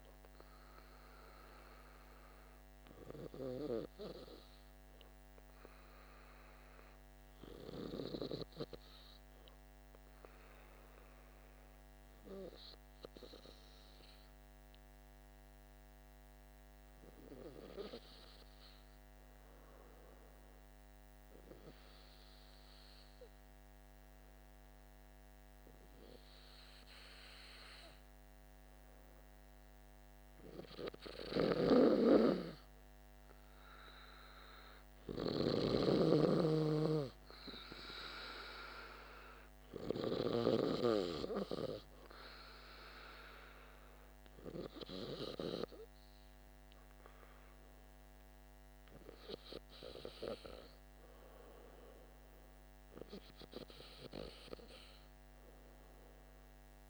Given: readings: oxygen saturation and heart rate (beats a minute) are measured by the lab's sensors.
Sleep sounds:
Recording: breathing in sleep by a microphone on the trachea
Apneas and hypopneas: 1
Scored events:
5.00-21.00 s: hypopnea (oxygen 95% before, 93% lowest, heart rate 53 before, 47 extreme, up 1 after)
24.00-28.00 s: arousal
28.00-56.00 s: oxygen desaturation (device-marked, oxygen 99% before, 93% lowest, heart rate 48 before, 49 extreme)
35.00-40.00 s: snoring (device-marked)
From the record:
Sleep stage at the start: N2 (light sleep)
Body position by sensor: on the back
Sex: male

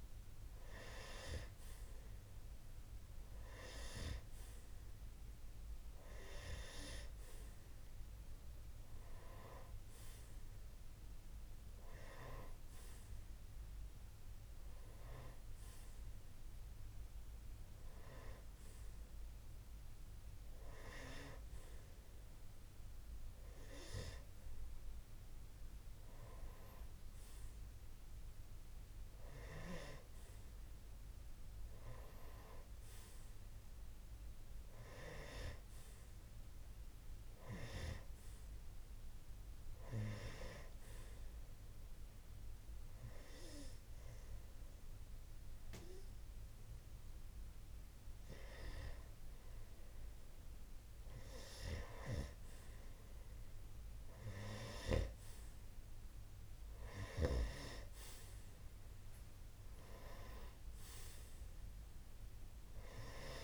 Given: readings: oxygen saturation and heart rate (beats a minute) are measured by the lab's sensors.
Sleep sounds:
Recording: breathing in sleep by a room microphone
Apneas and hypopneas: 1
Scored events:
35.00-38.00 s: arousal
40.50-51.50 s: hypopnea (oxygen 91% before, 87% lowest)
55.00-59.00 s: arousal
58.50-63.44 s: oxygen desaturation (device-marked, oxygen 91% before, 87% lowest)
From the record:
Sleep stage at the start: N2 (light sleep)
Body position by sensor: on the right side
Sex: male

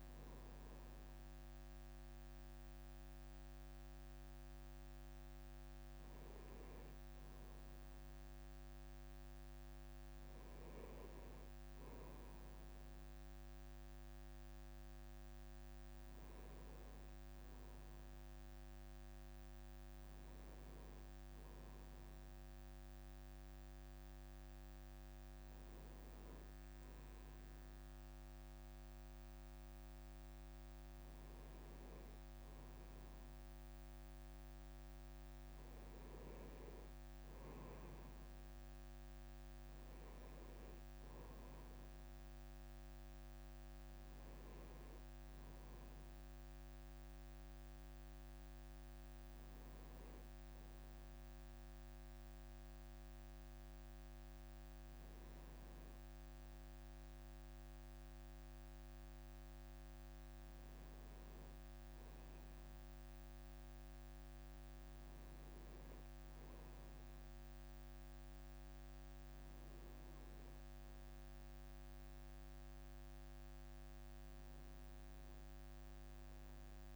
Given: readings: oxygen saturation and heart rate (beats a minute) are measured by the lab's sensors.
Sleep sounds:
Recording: a person partly awake in a sleep study, hard to hear, by a microphone on the trachea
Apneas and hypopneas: none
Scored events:
26.00-76.96 s: new sleep stage, N1 (lightest sleep)
From the record:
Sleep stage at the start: awake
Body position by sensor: on the right side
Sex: male

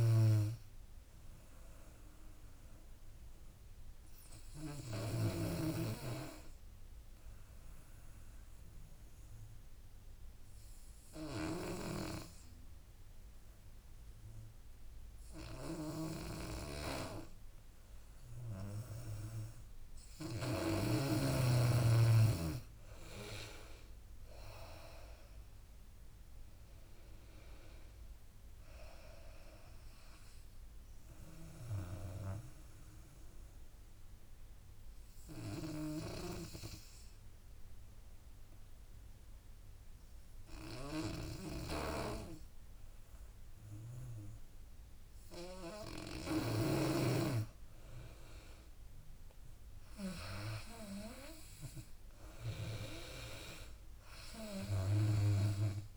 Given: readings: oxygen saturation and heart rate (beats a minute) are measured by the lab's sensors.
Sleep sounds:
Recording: breathing in sleep by a room microphone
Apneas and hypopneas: 2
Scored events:
0.00-5.00 s: oxygen desaturation (device-marked, oxygen 91% lowest, heart rate 71 extreme)
5.50-12.00 s: snoring (device-marked)
7.00-20.00 s: obstructive apnea (oxygen 97% before, 91% lowest, heart rate 79 before, 68 extreme, up 16 after)
22.00-25.00 s: arousal
23.00-35.00 s: drop in pulse transit time (device-marked, heart rate 74 before, 73 extreme)
24.00-43.00 s: oxygen desaturation (device-marked, oxygen 96% before, 91% lowest, heart rate 74 before, 68 extreme)
32.50-46.50 s: obstructive apnea (oxygen 97% before, 90% lowest, heart rate 79 before, 68 extreme, up 19 after)
48.00-51.50 s: arousal
52.00-55.97 s: drop in pulse transit time (device-marked, heart rate 75 before, 79 extreme)
From the record:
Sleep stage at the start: N2 (light sleep)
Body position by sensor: on the back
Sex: female

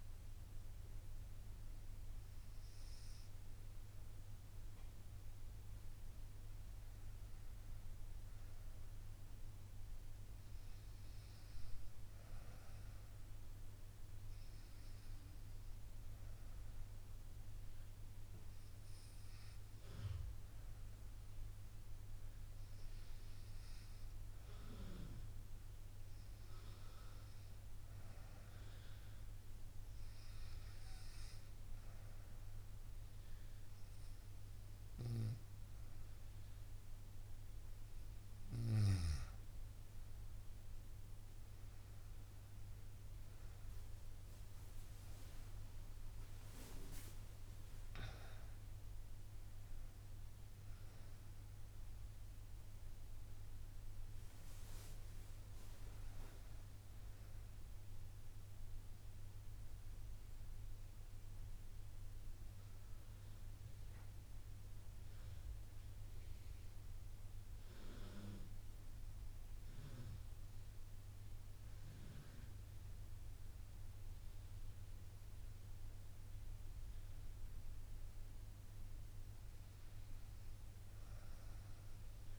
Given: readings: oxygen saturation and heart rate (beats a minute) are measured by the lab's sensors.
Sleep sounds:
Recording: breathing in sleep, hard to hear, by a room microphone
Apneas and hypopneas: none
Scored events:
44.50-49.50 s: arousal
From the record:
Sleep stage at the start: N2 (light sleep)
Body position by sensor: on the right side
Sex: female

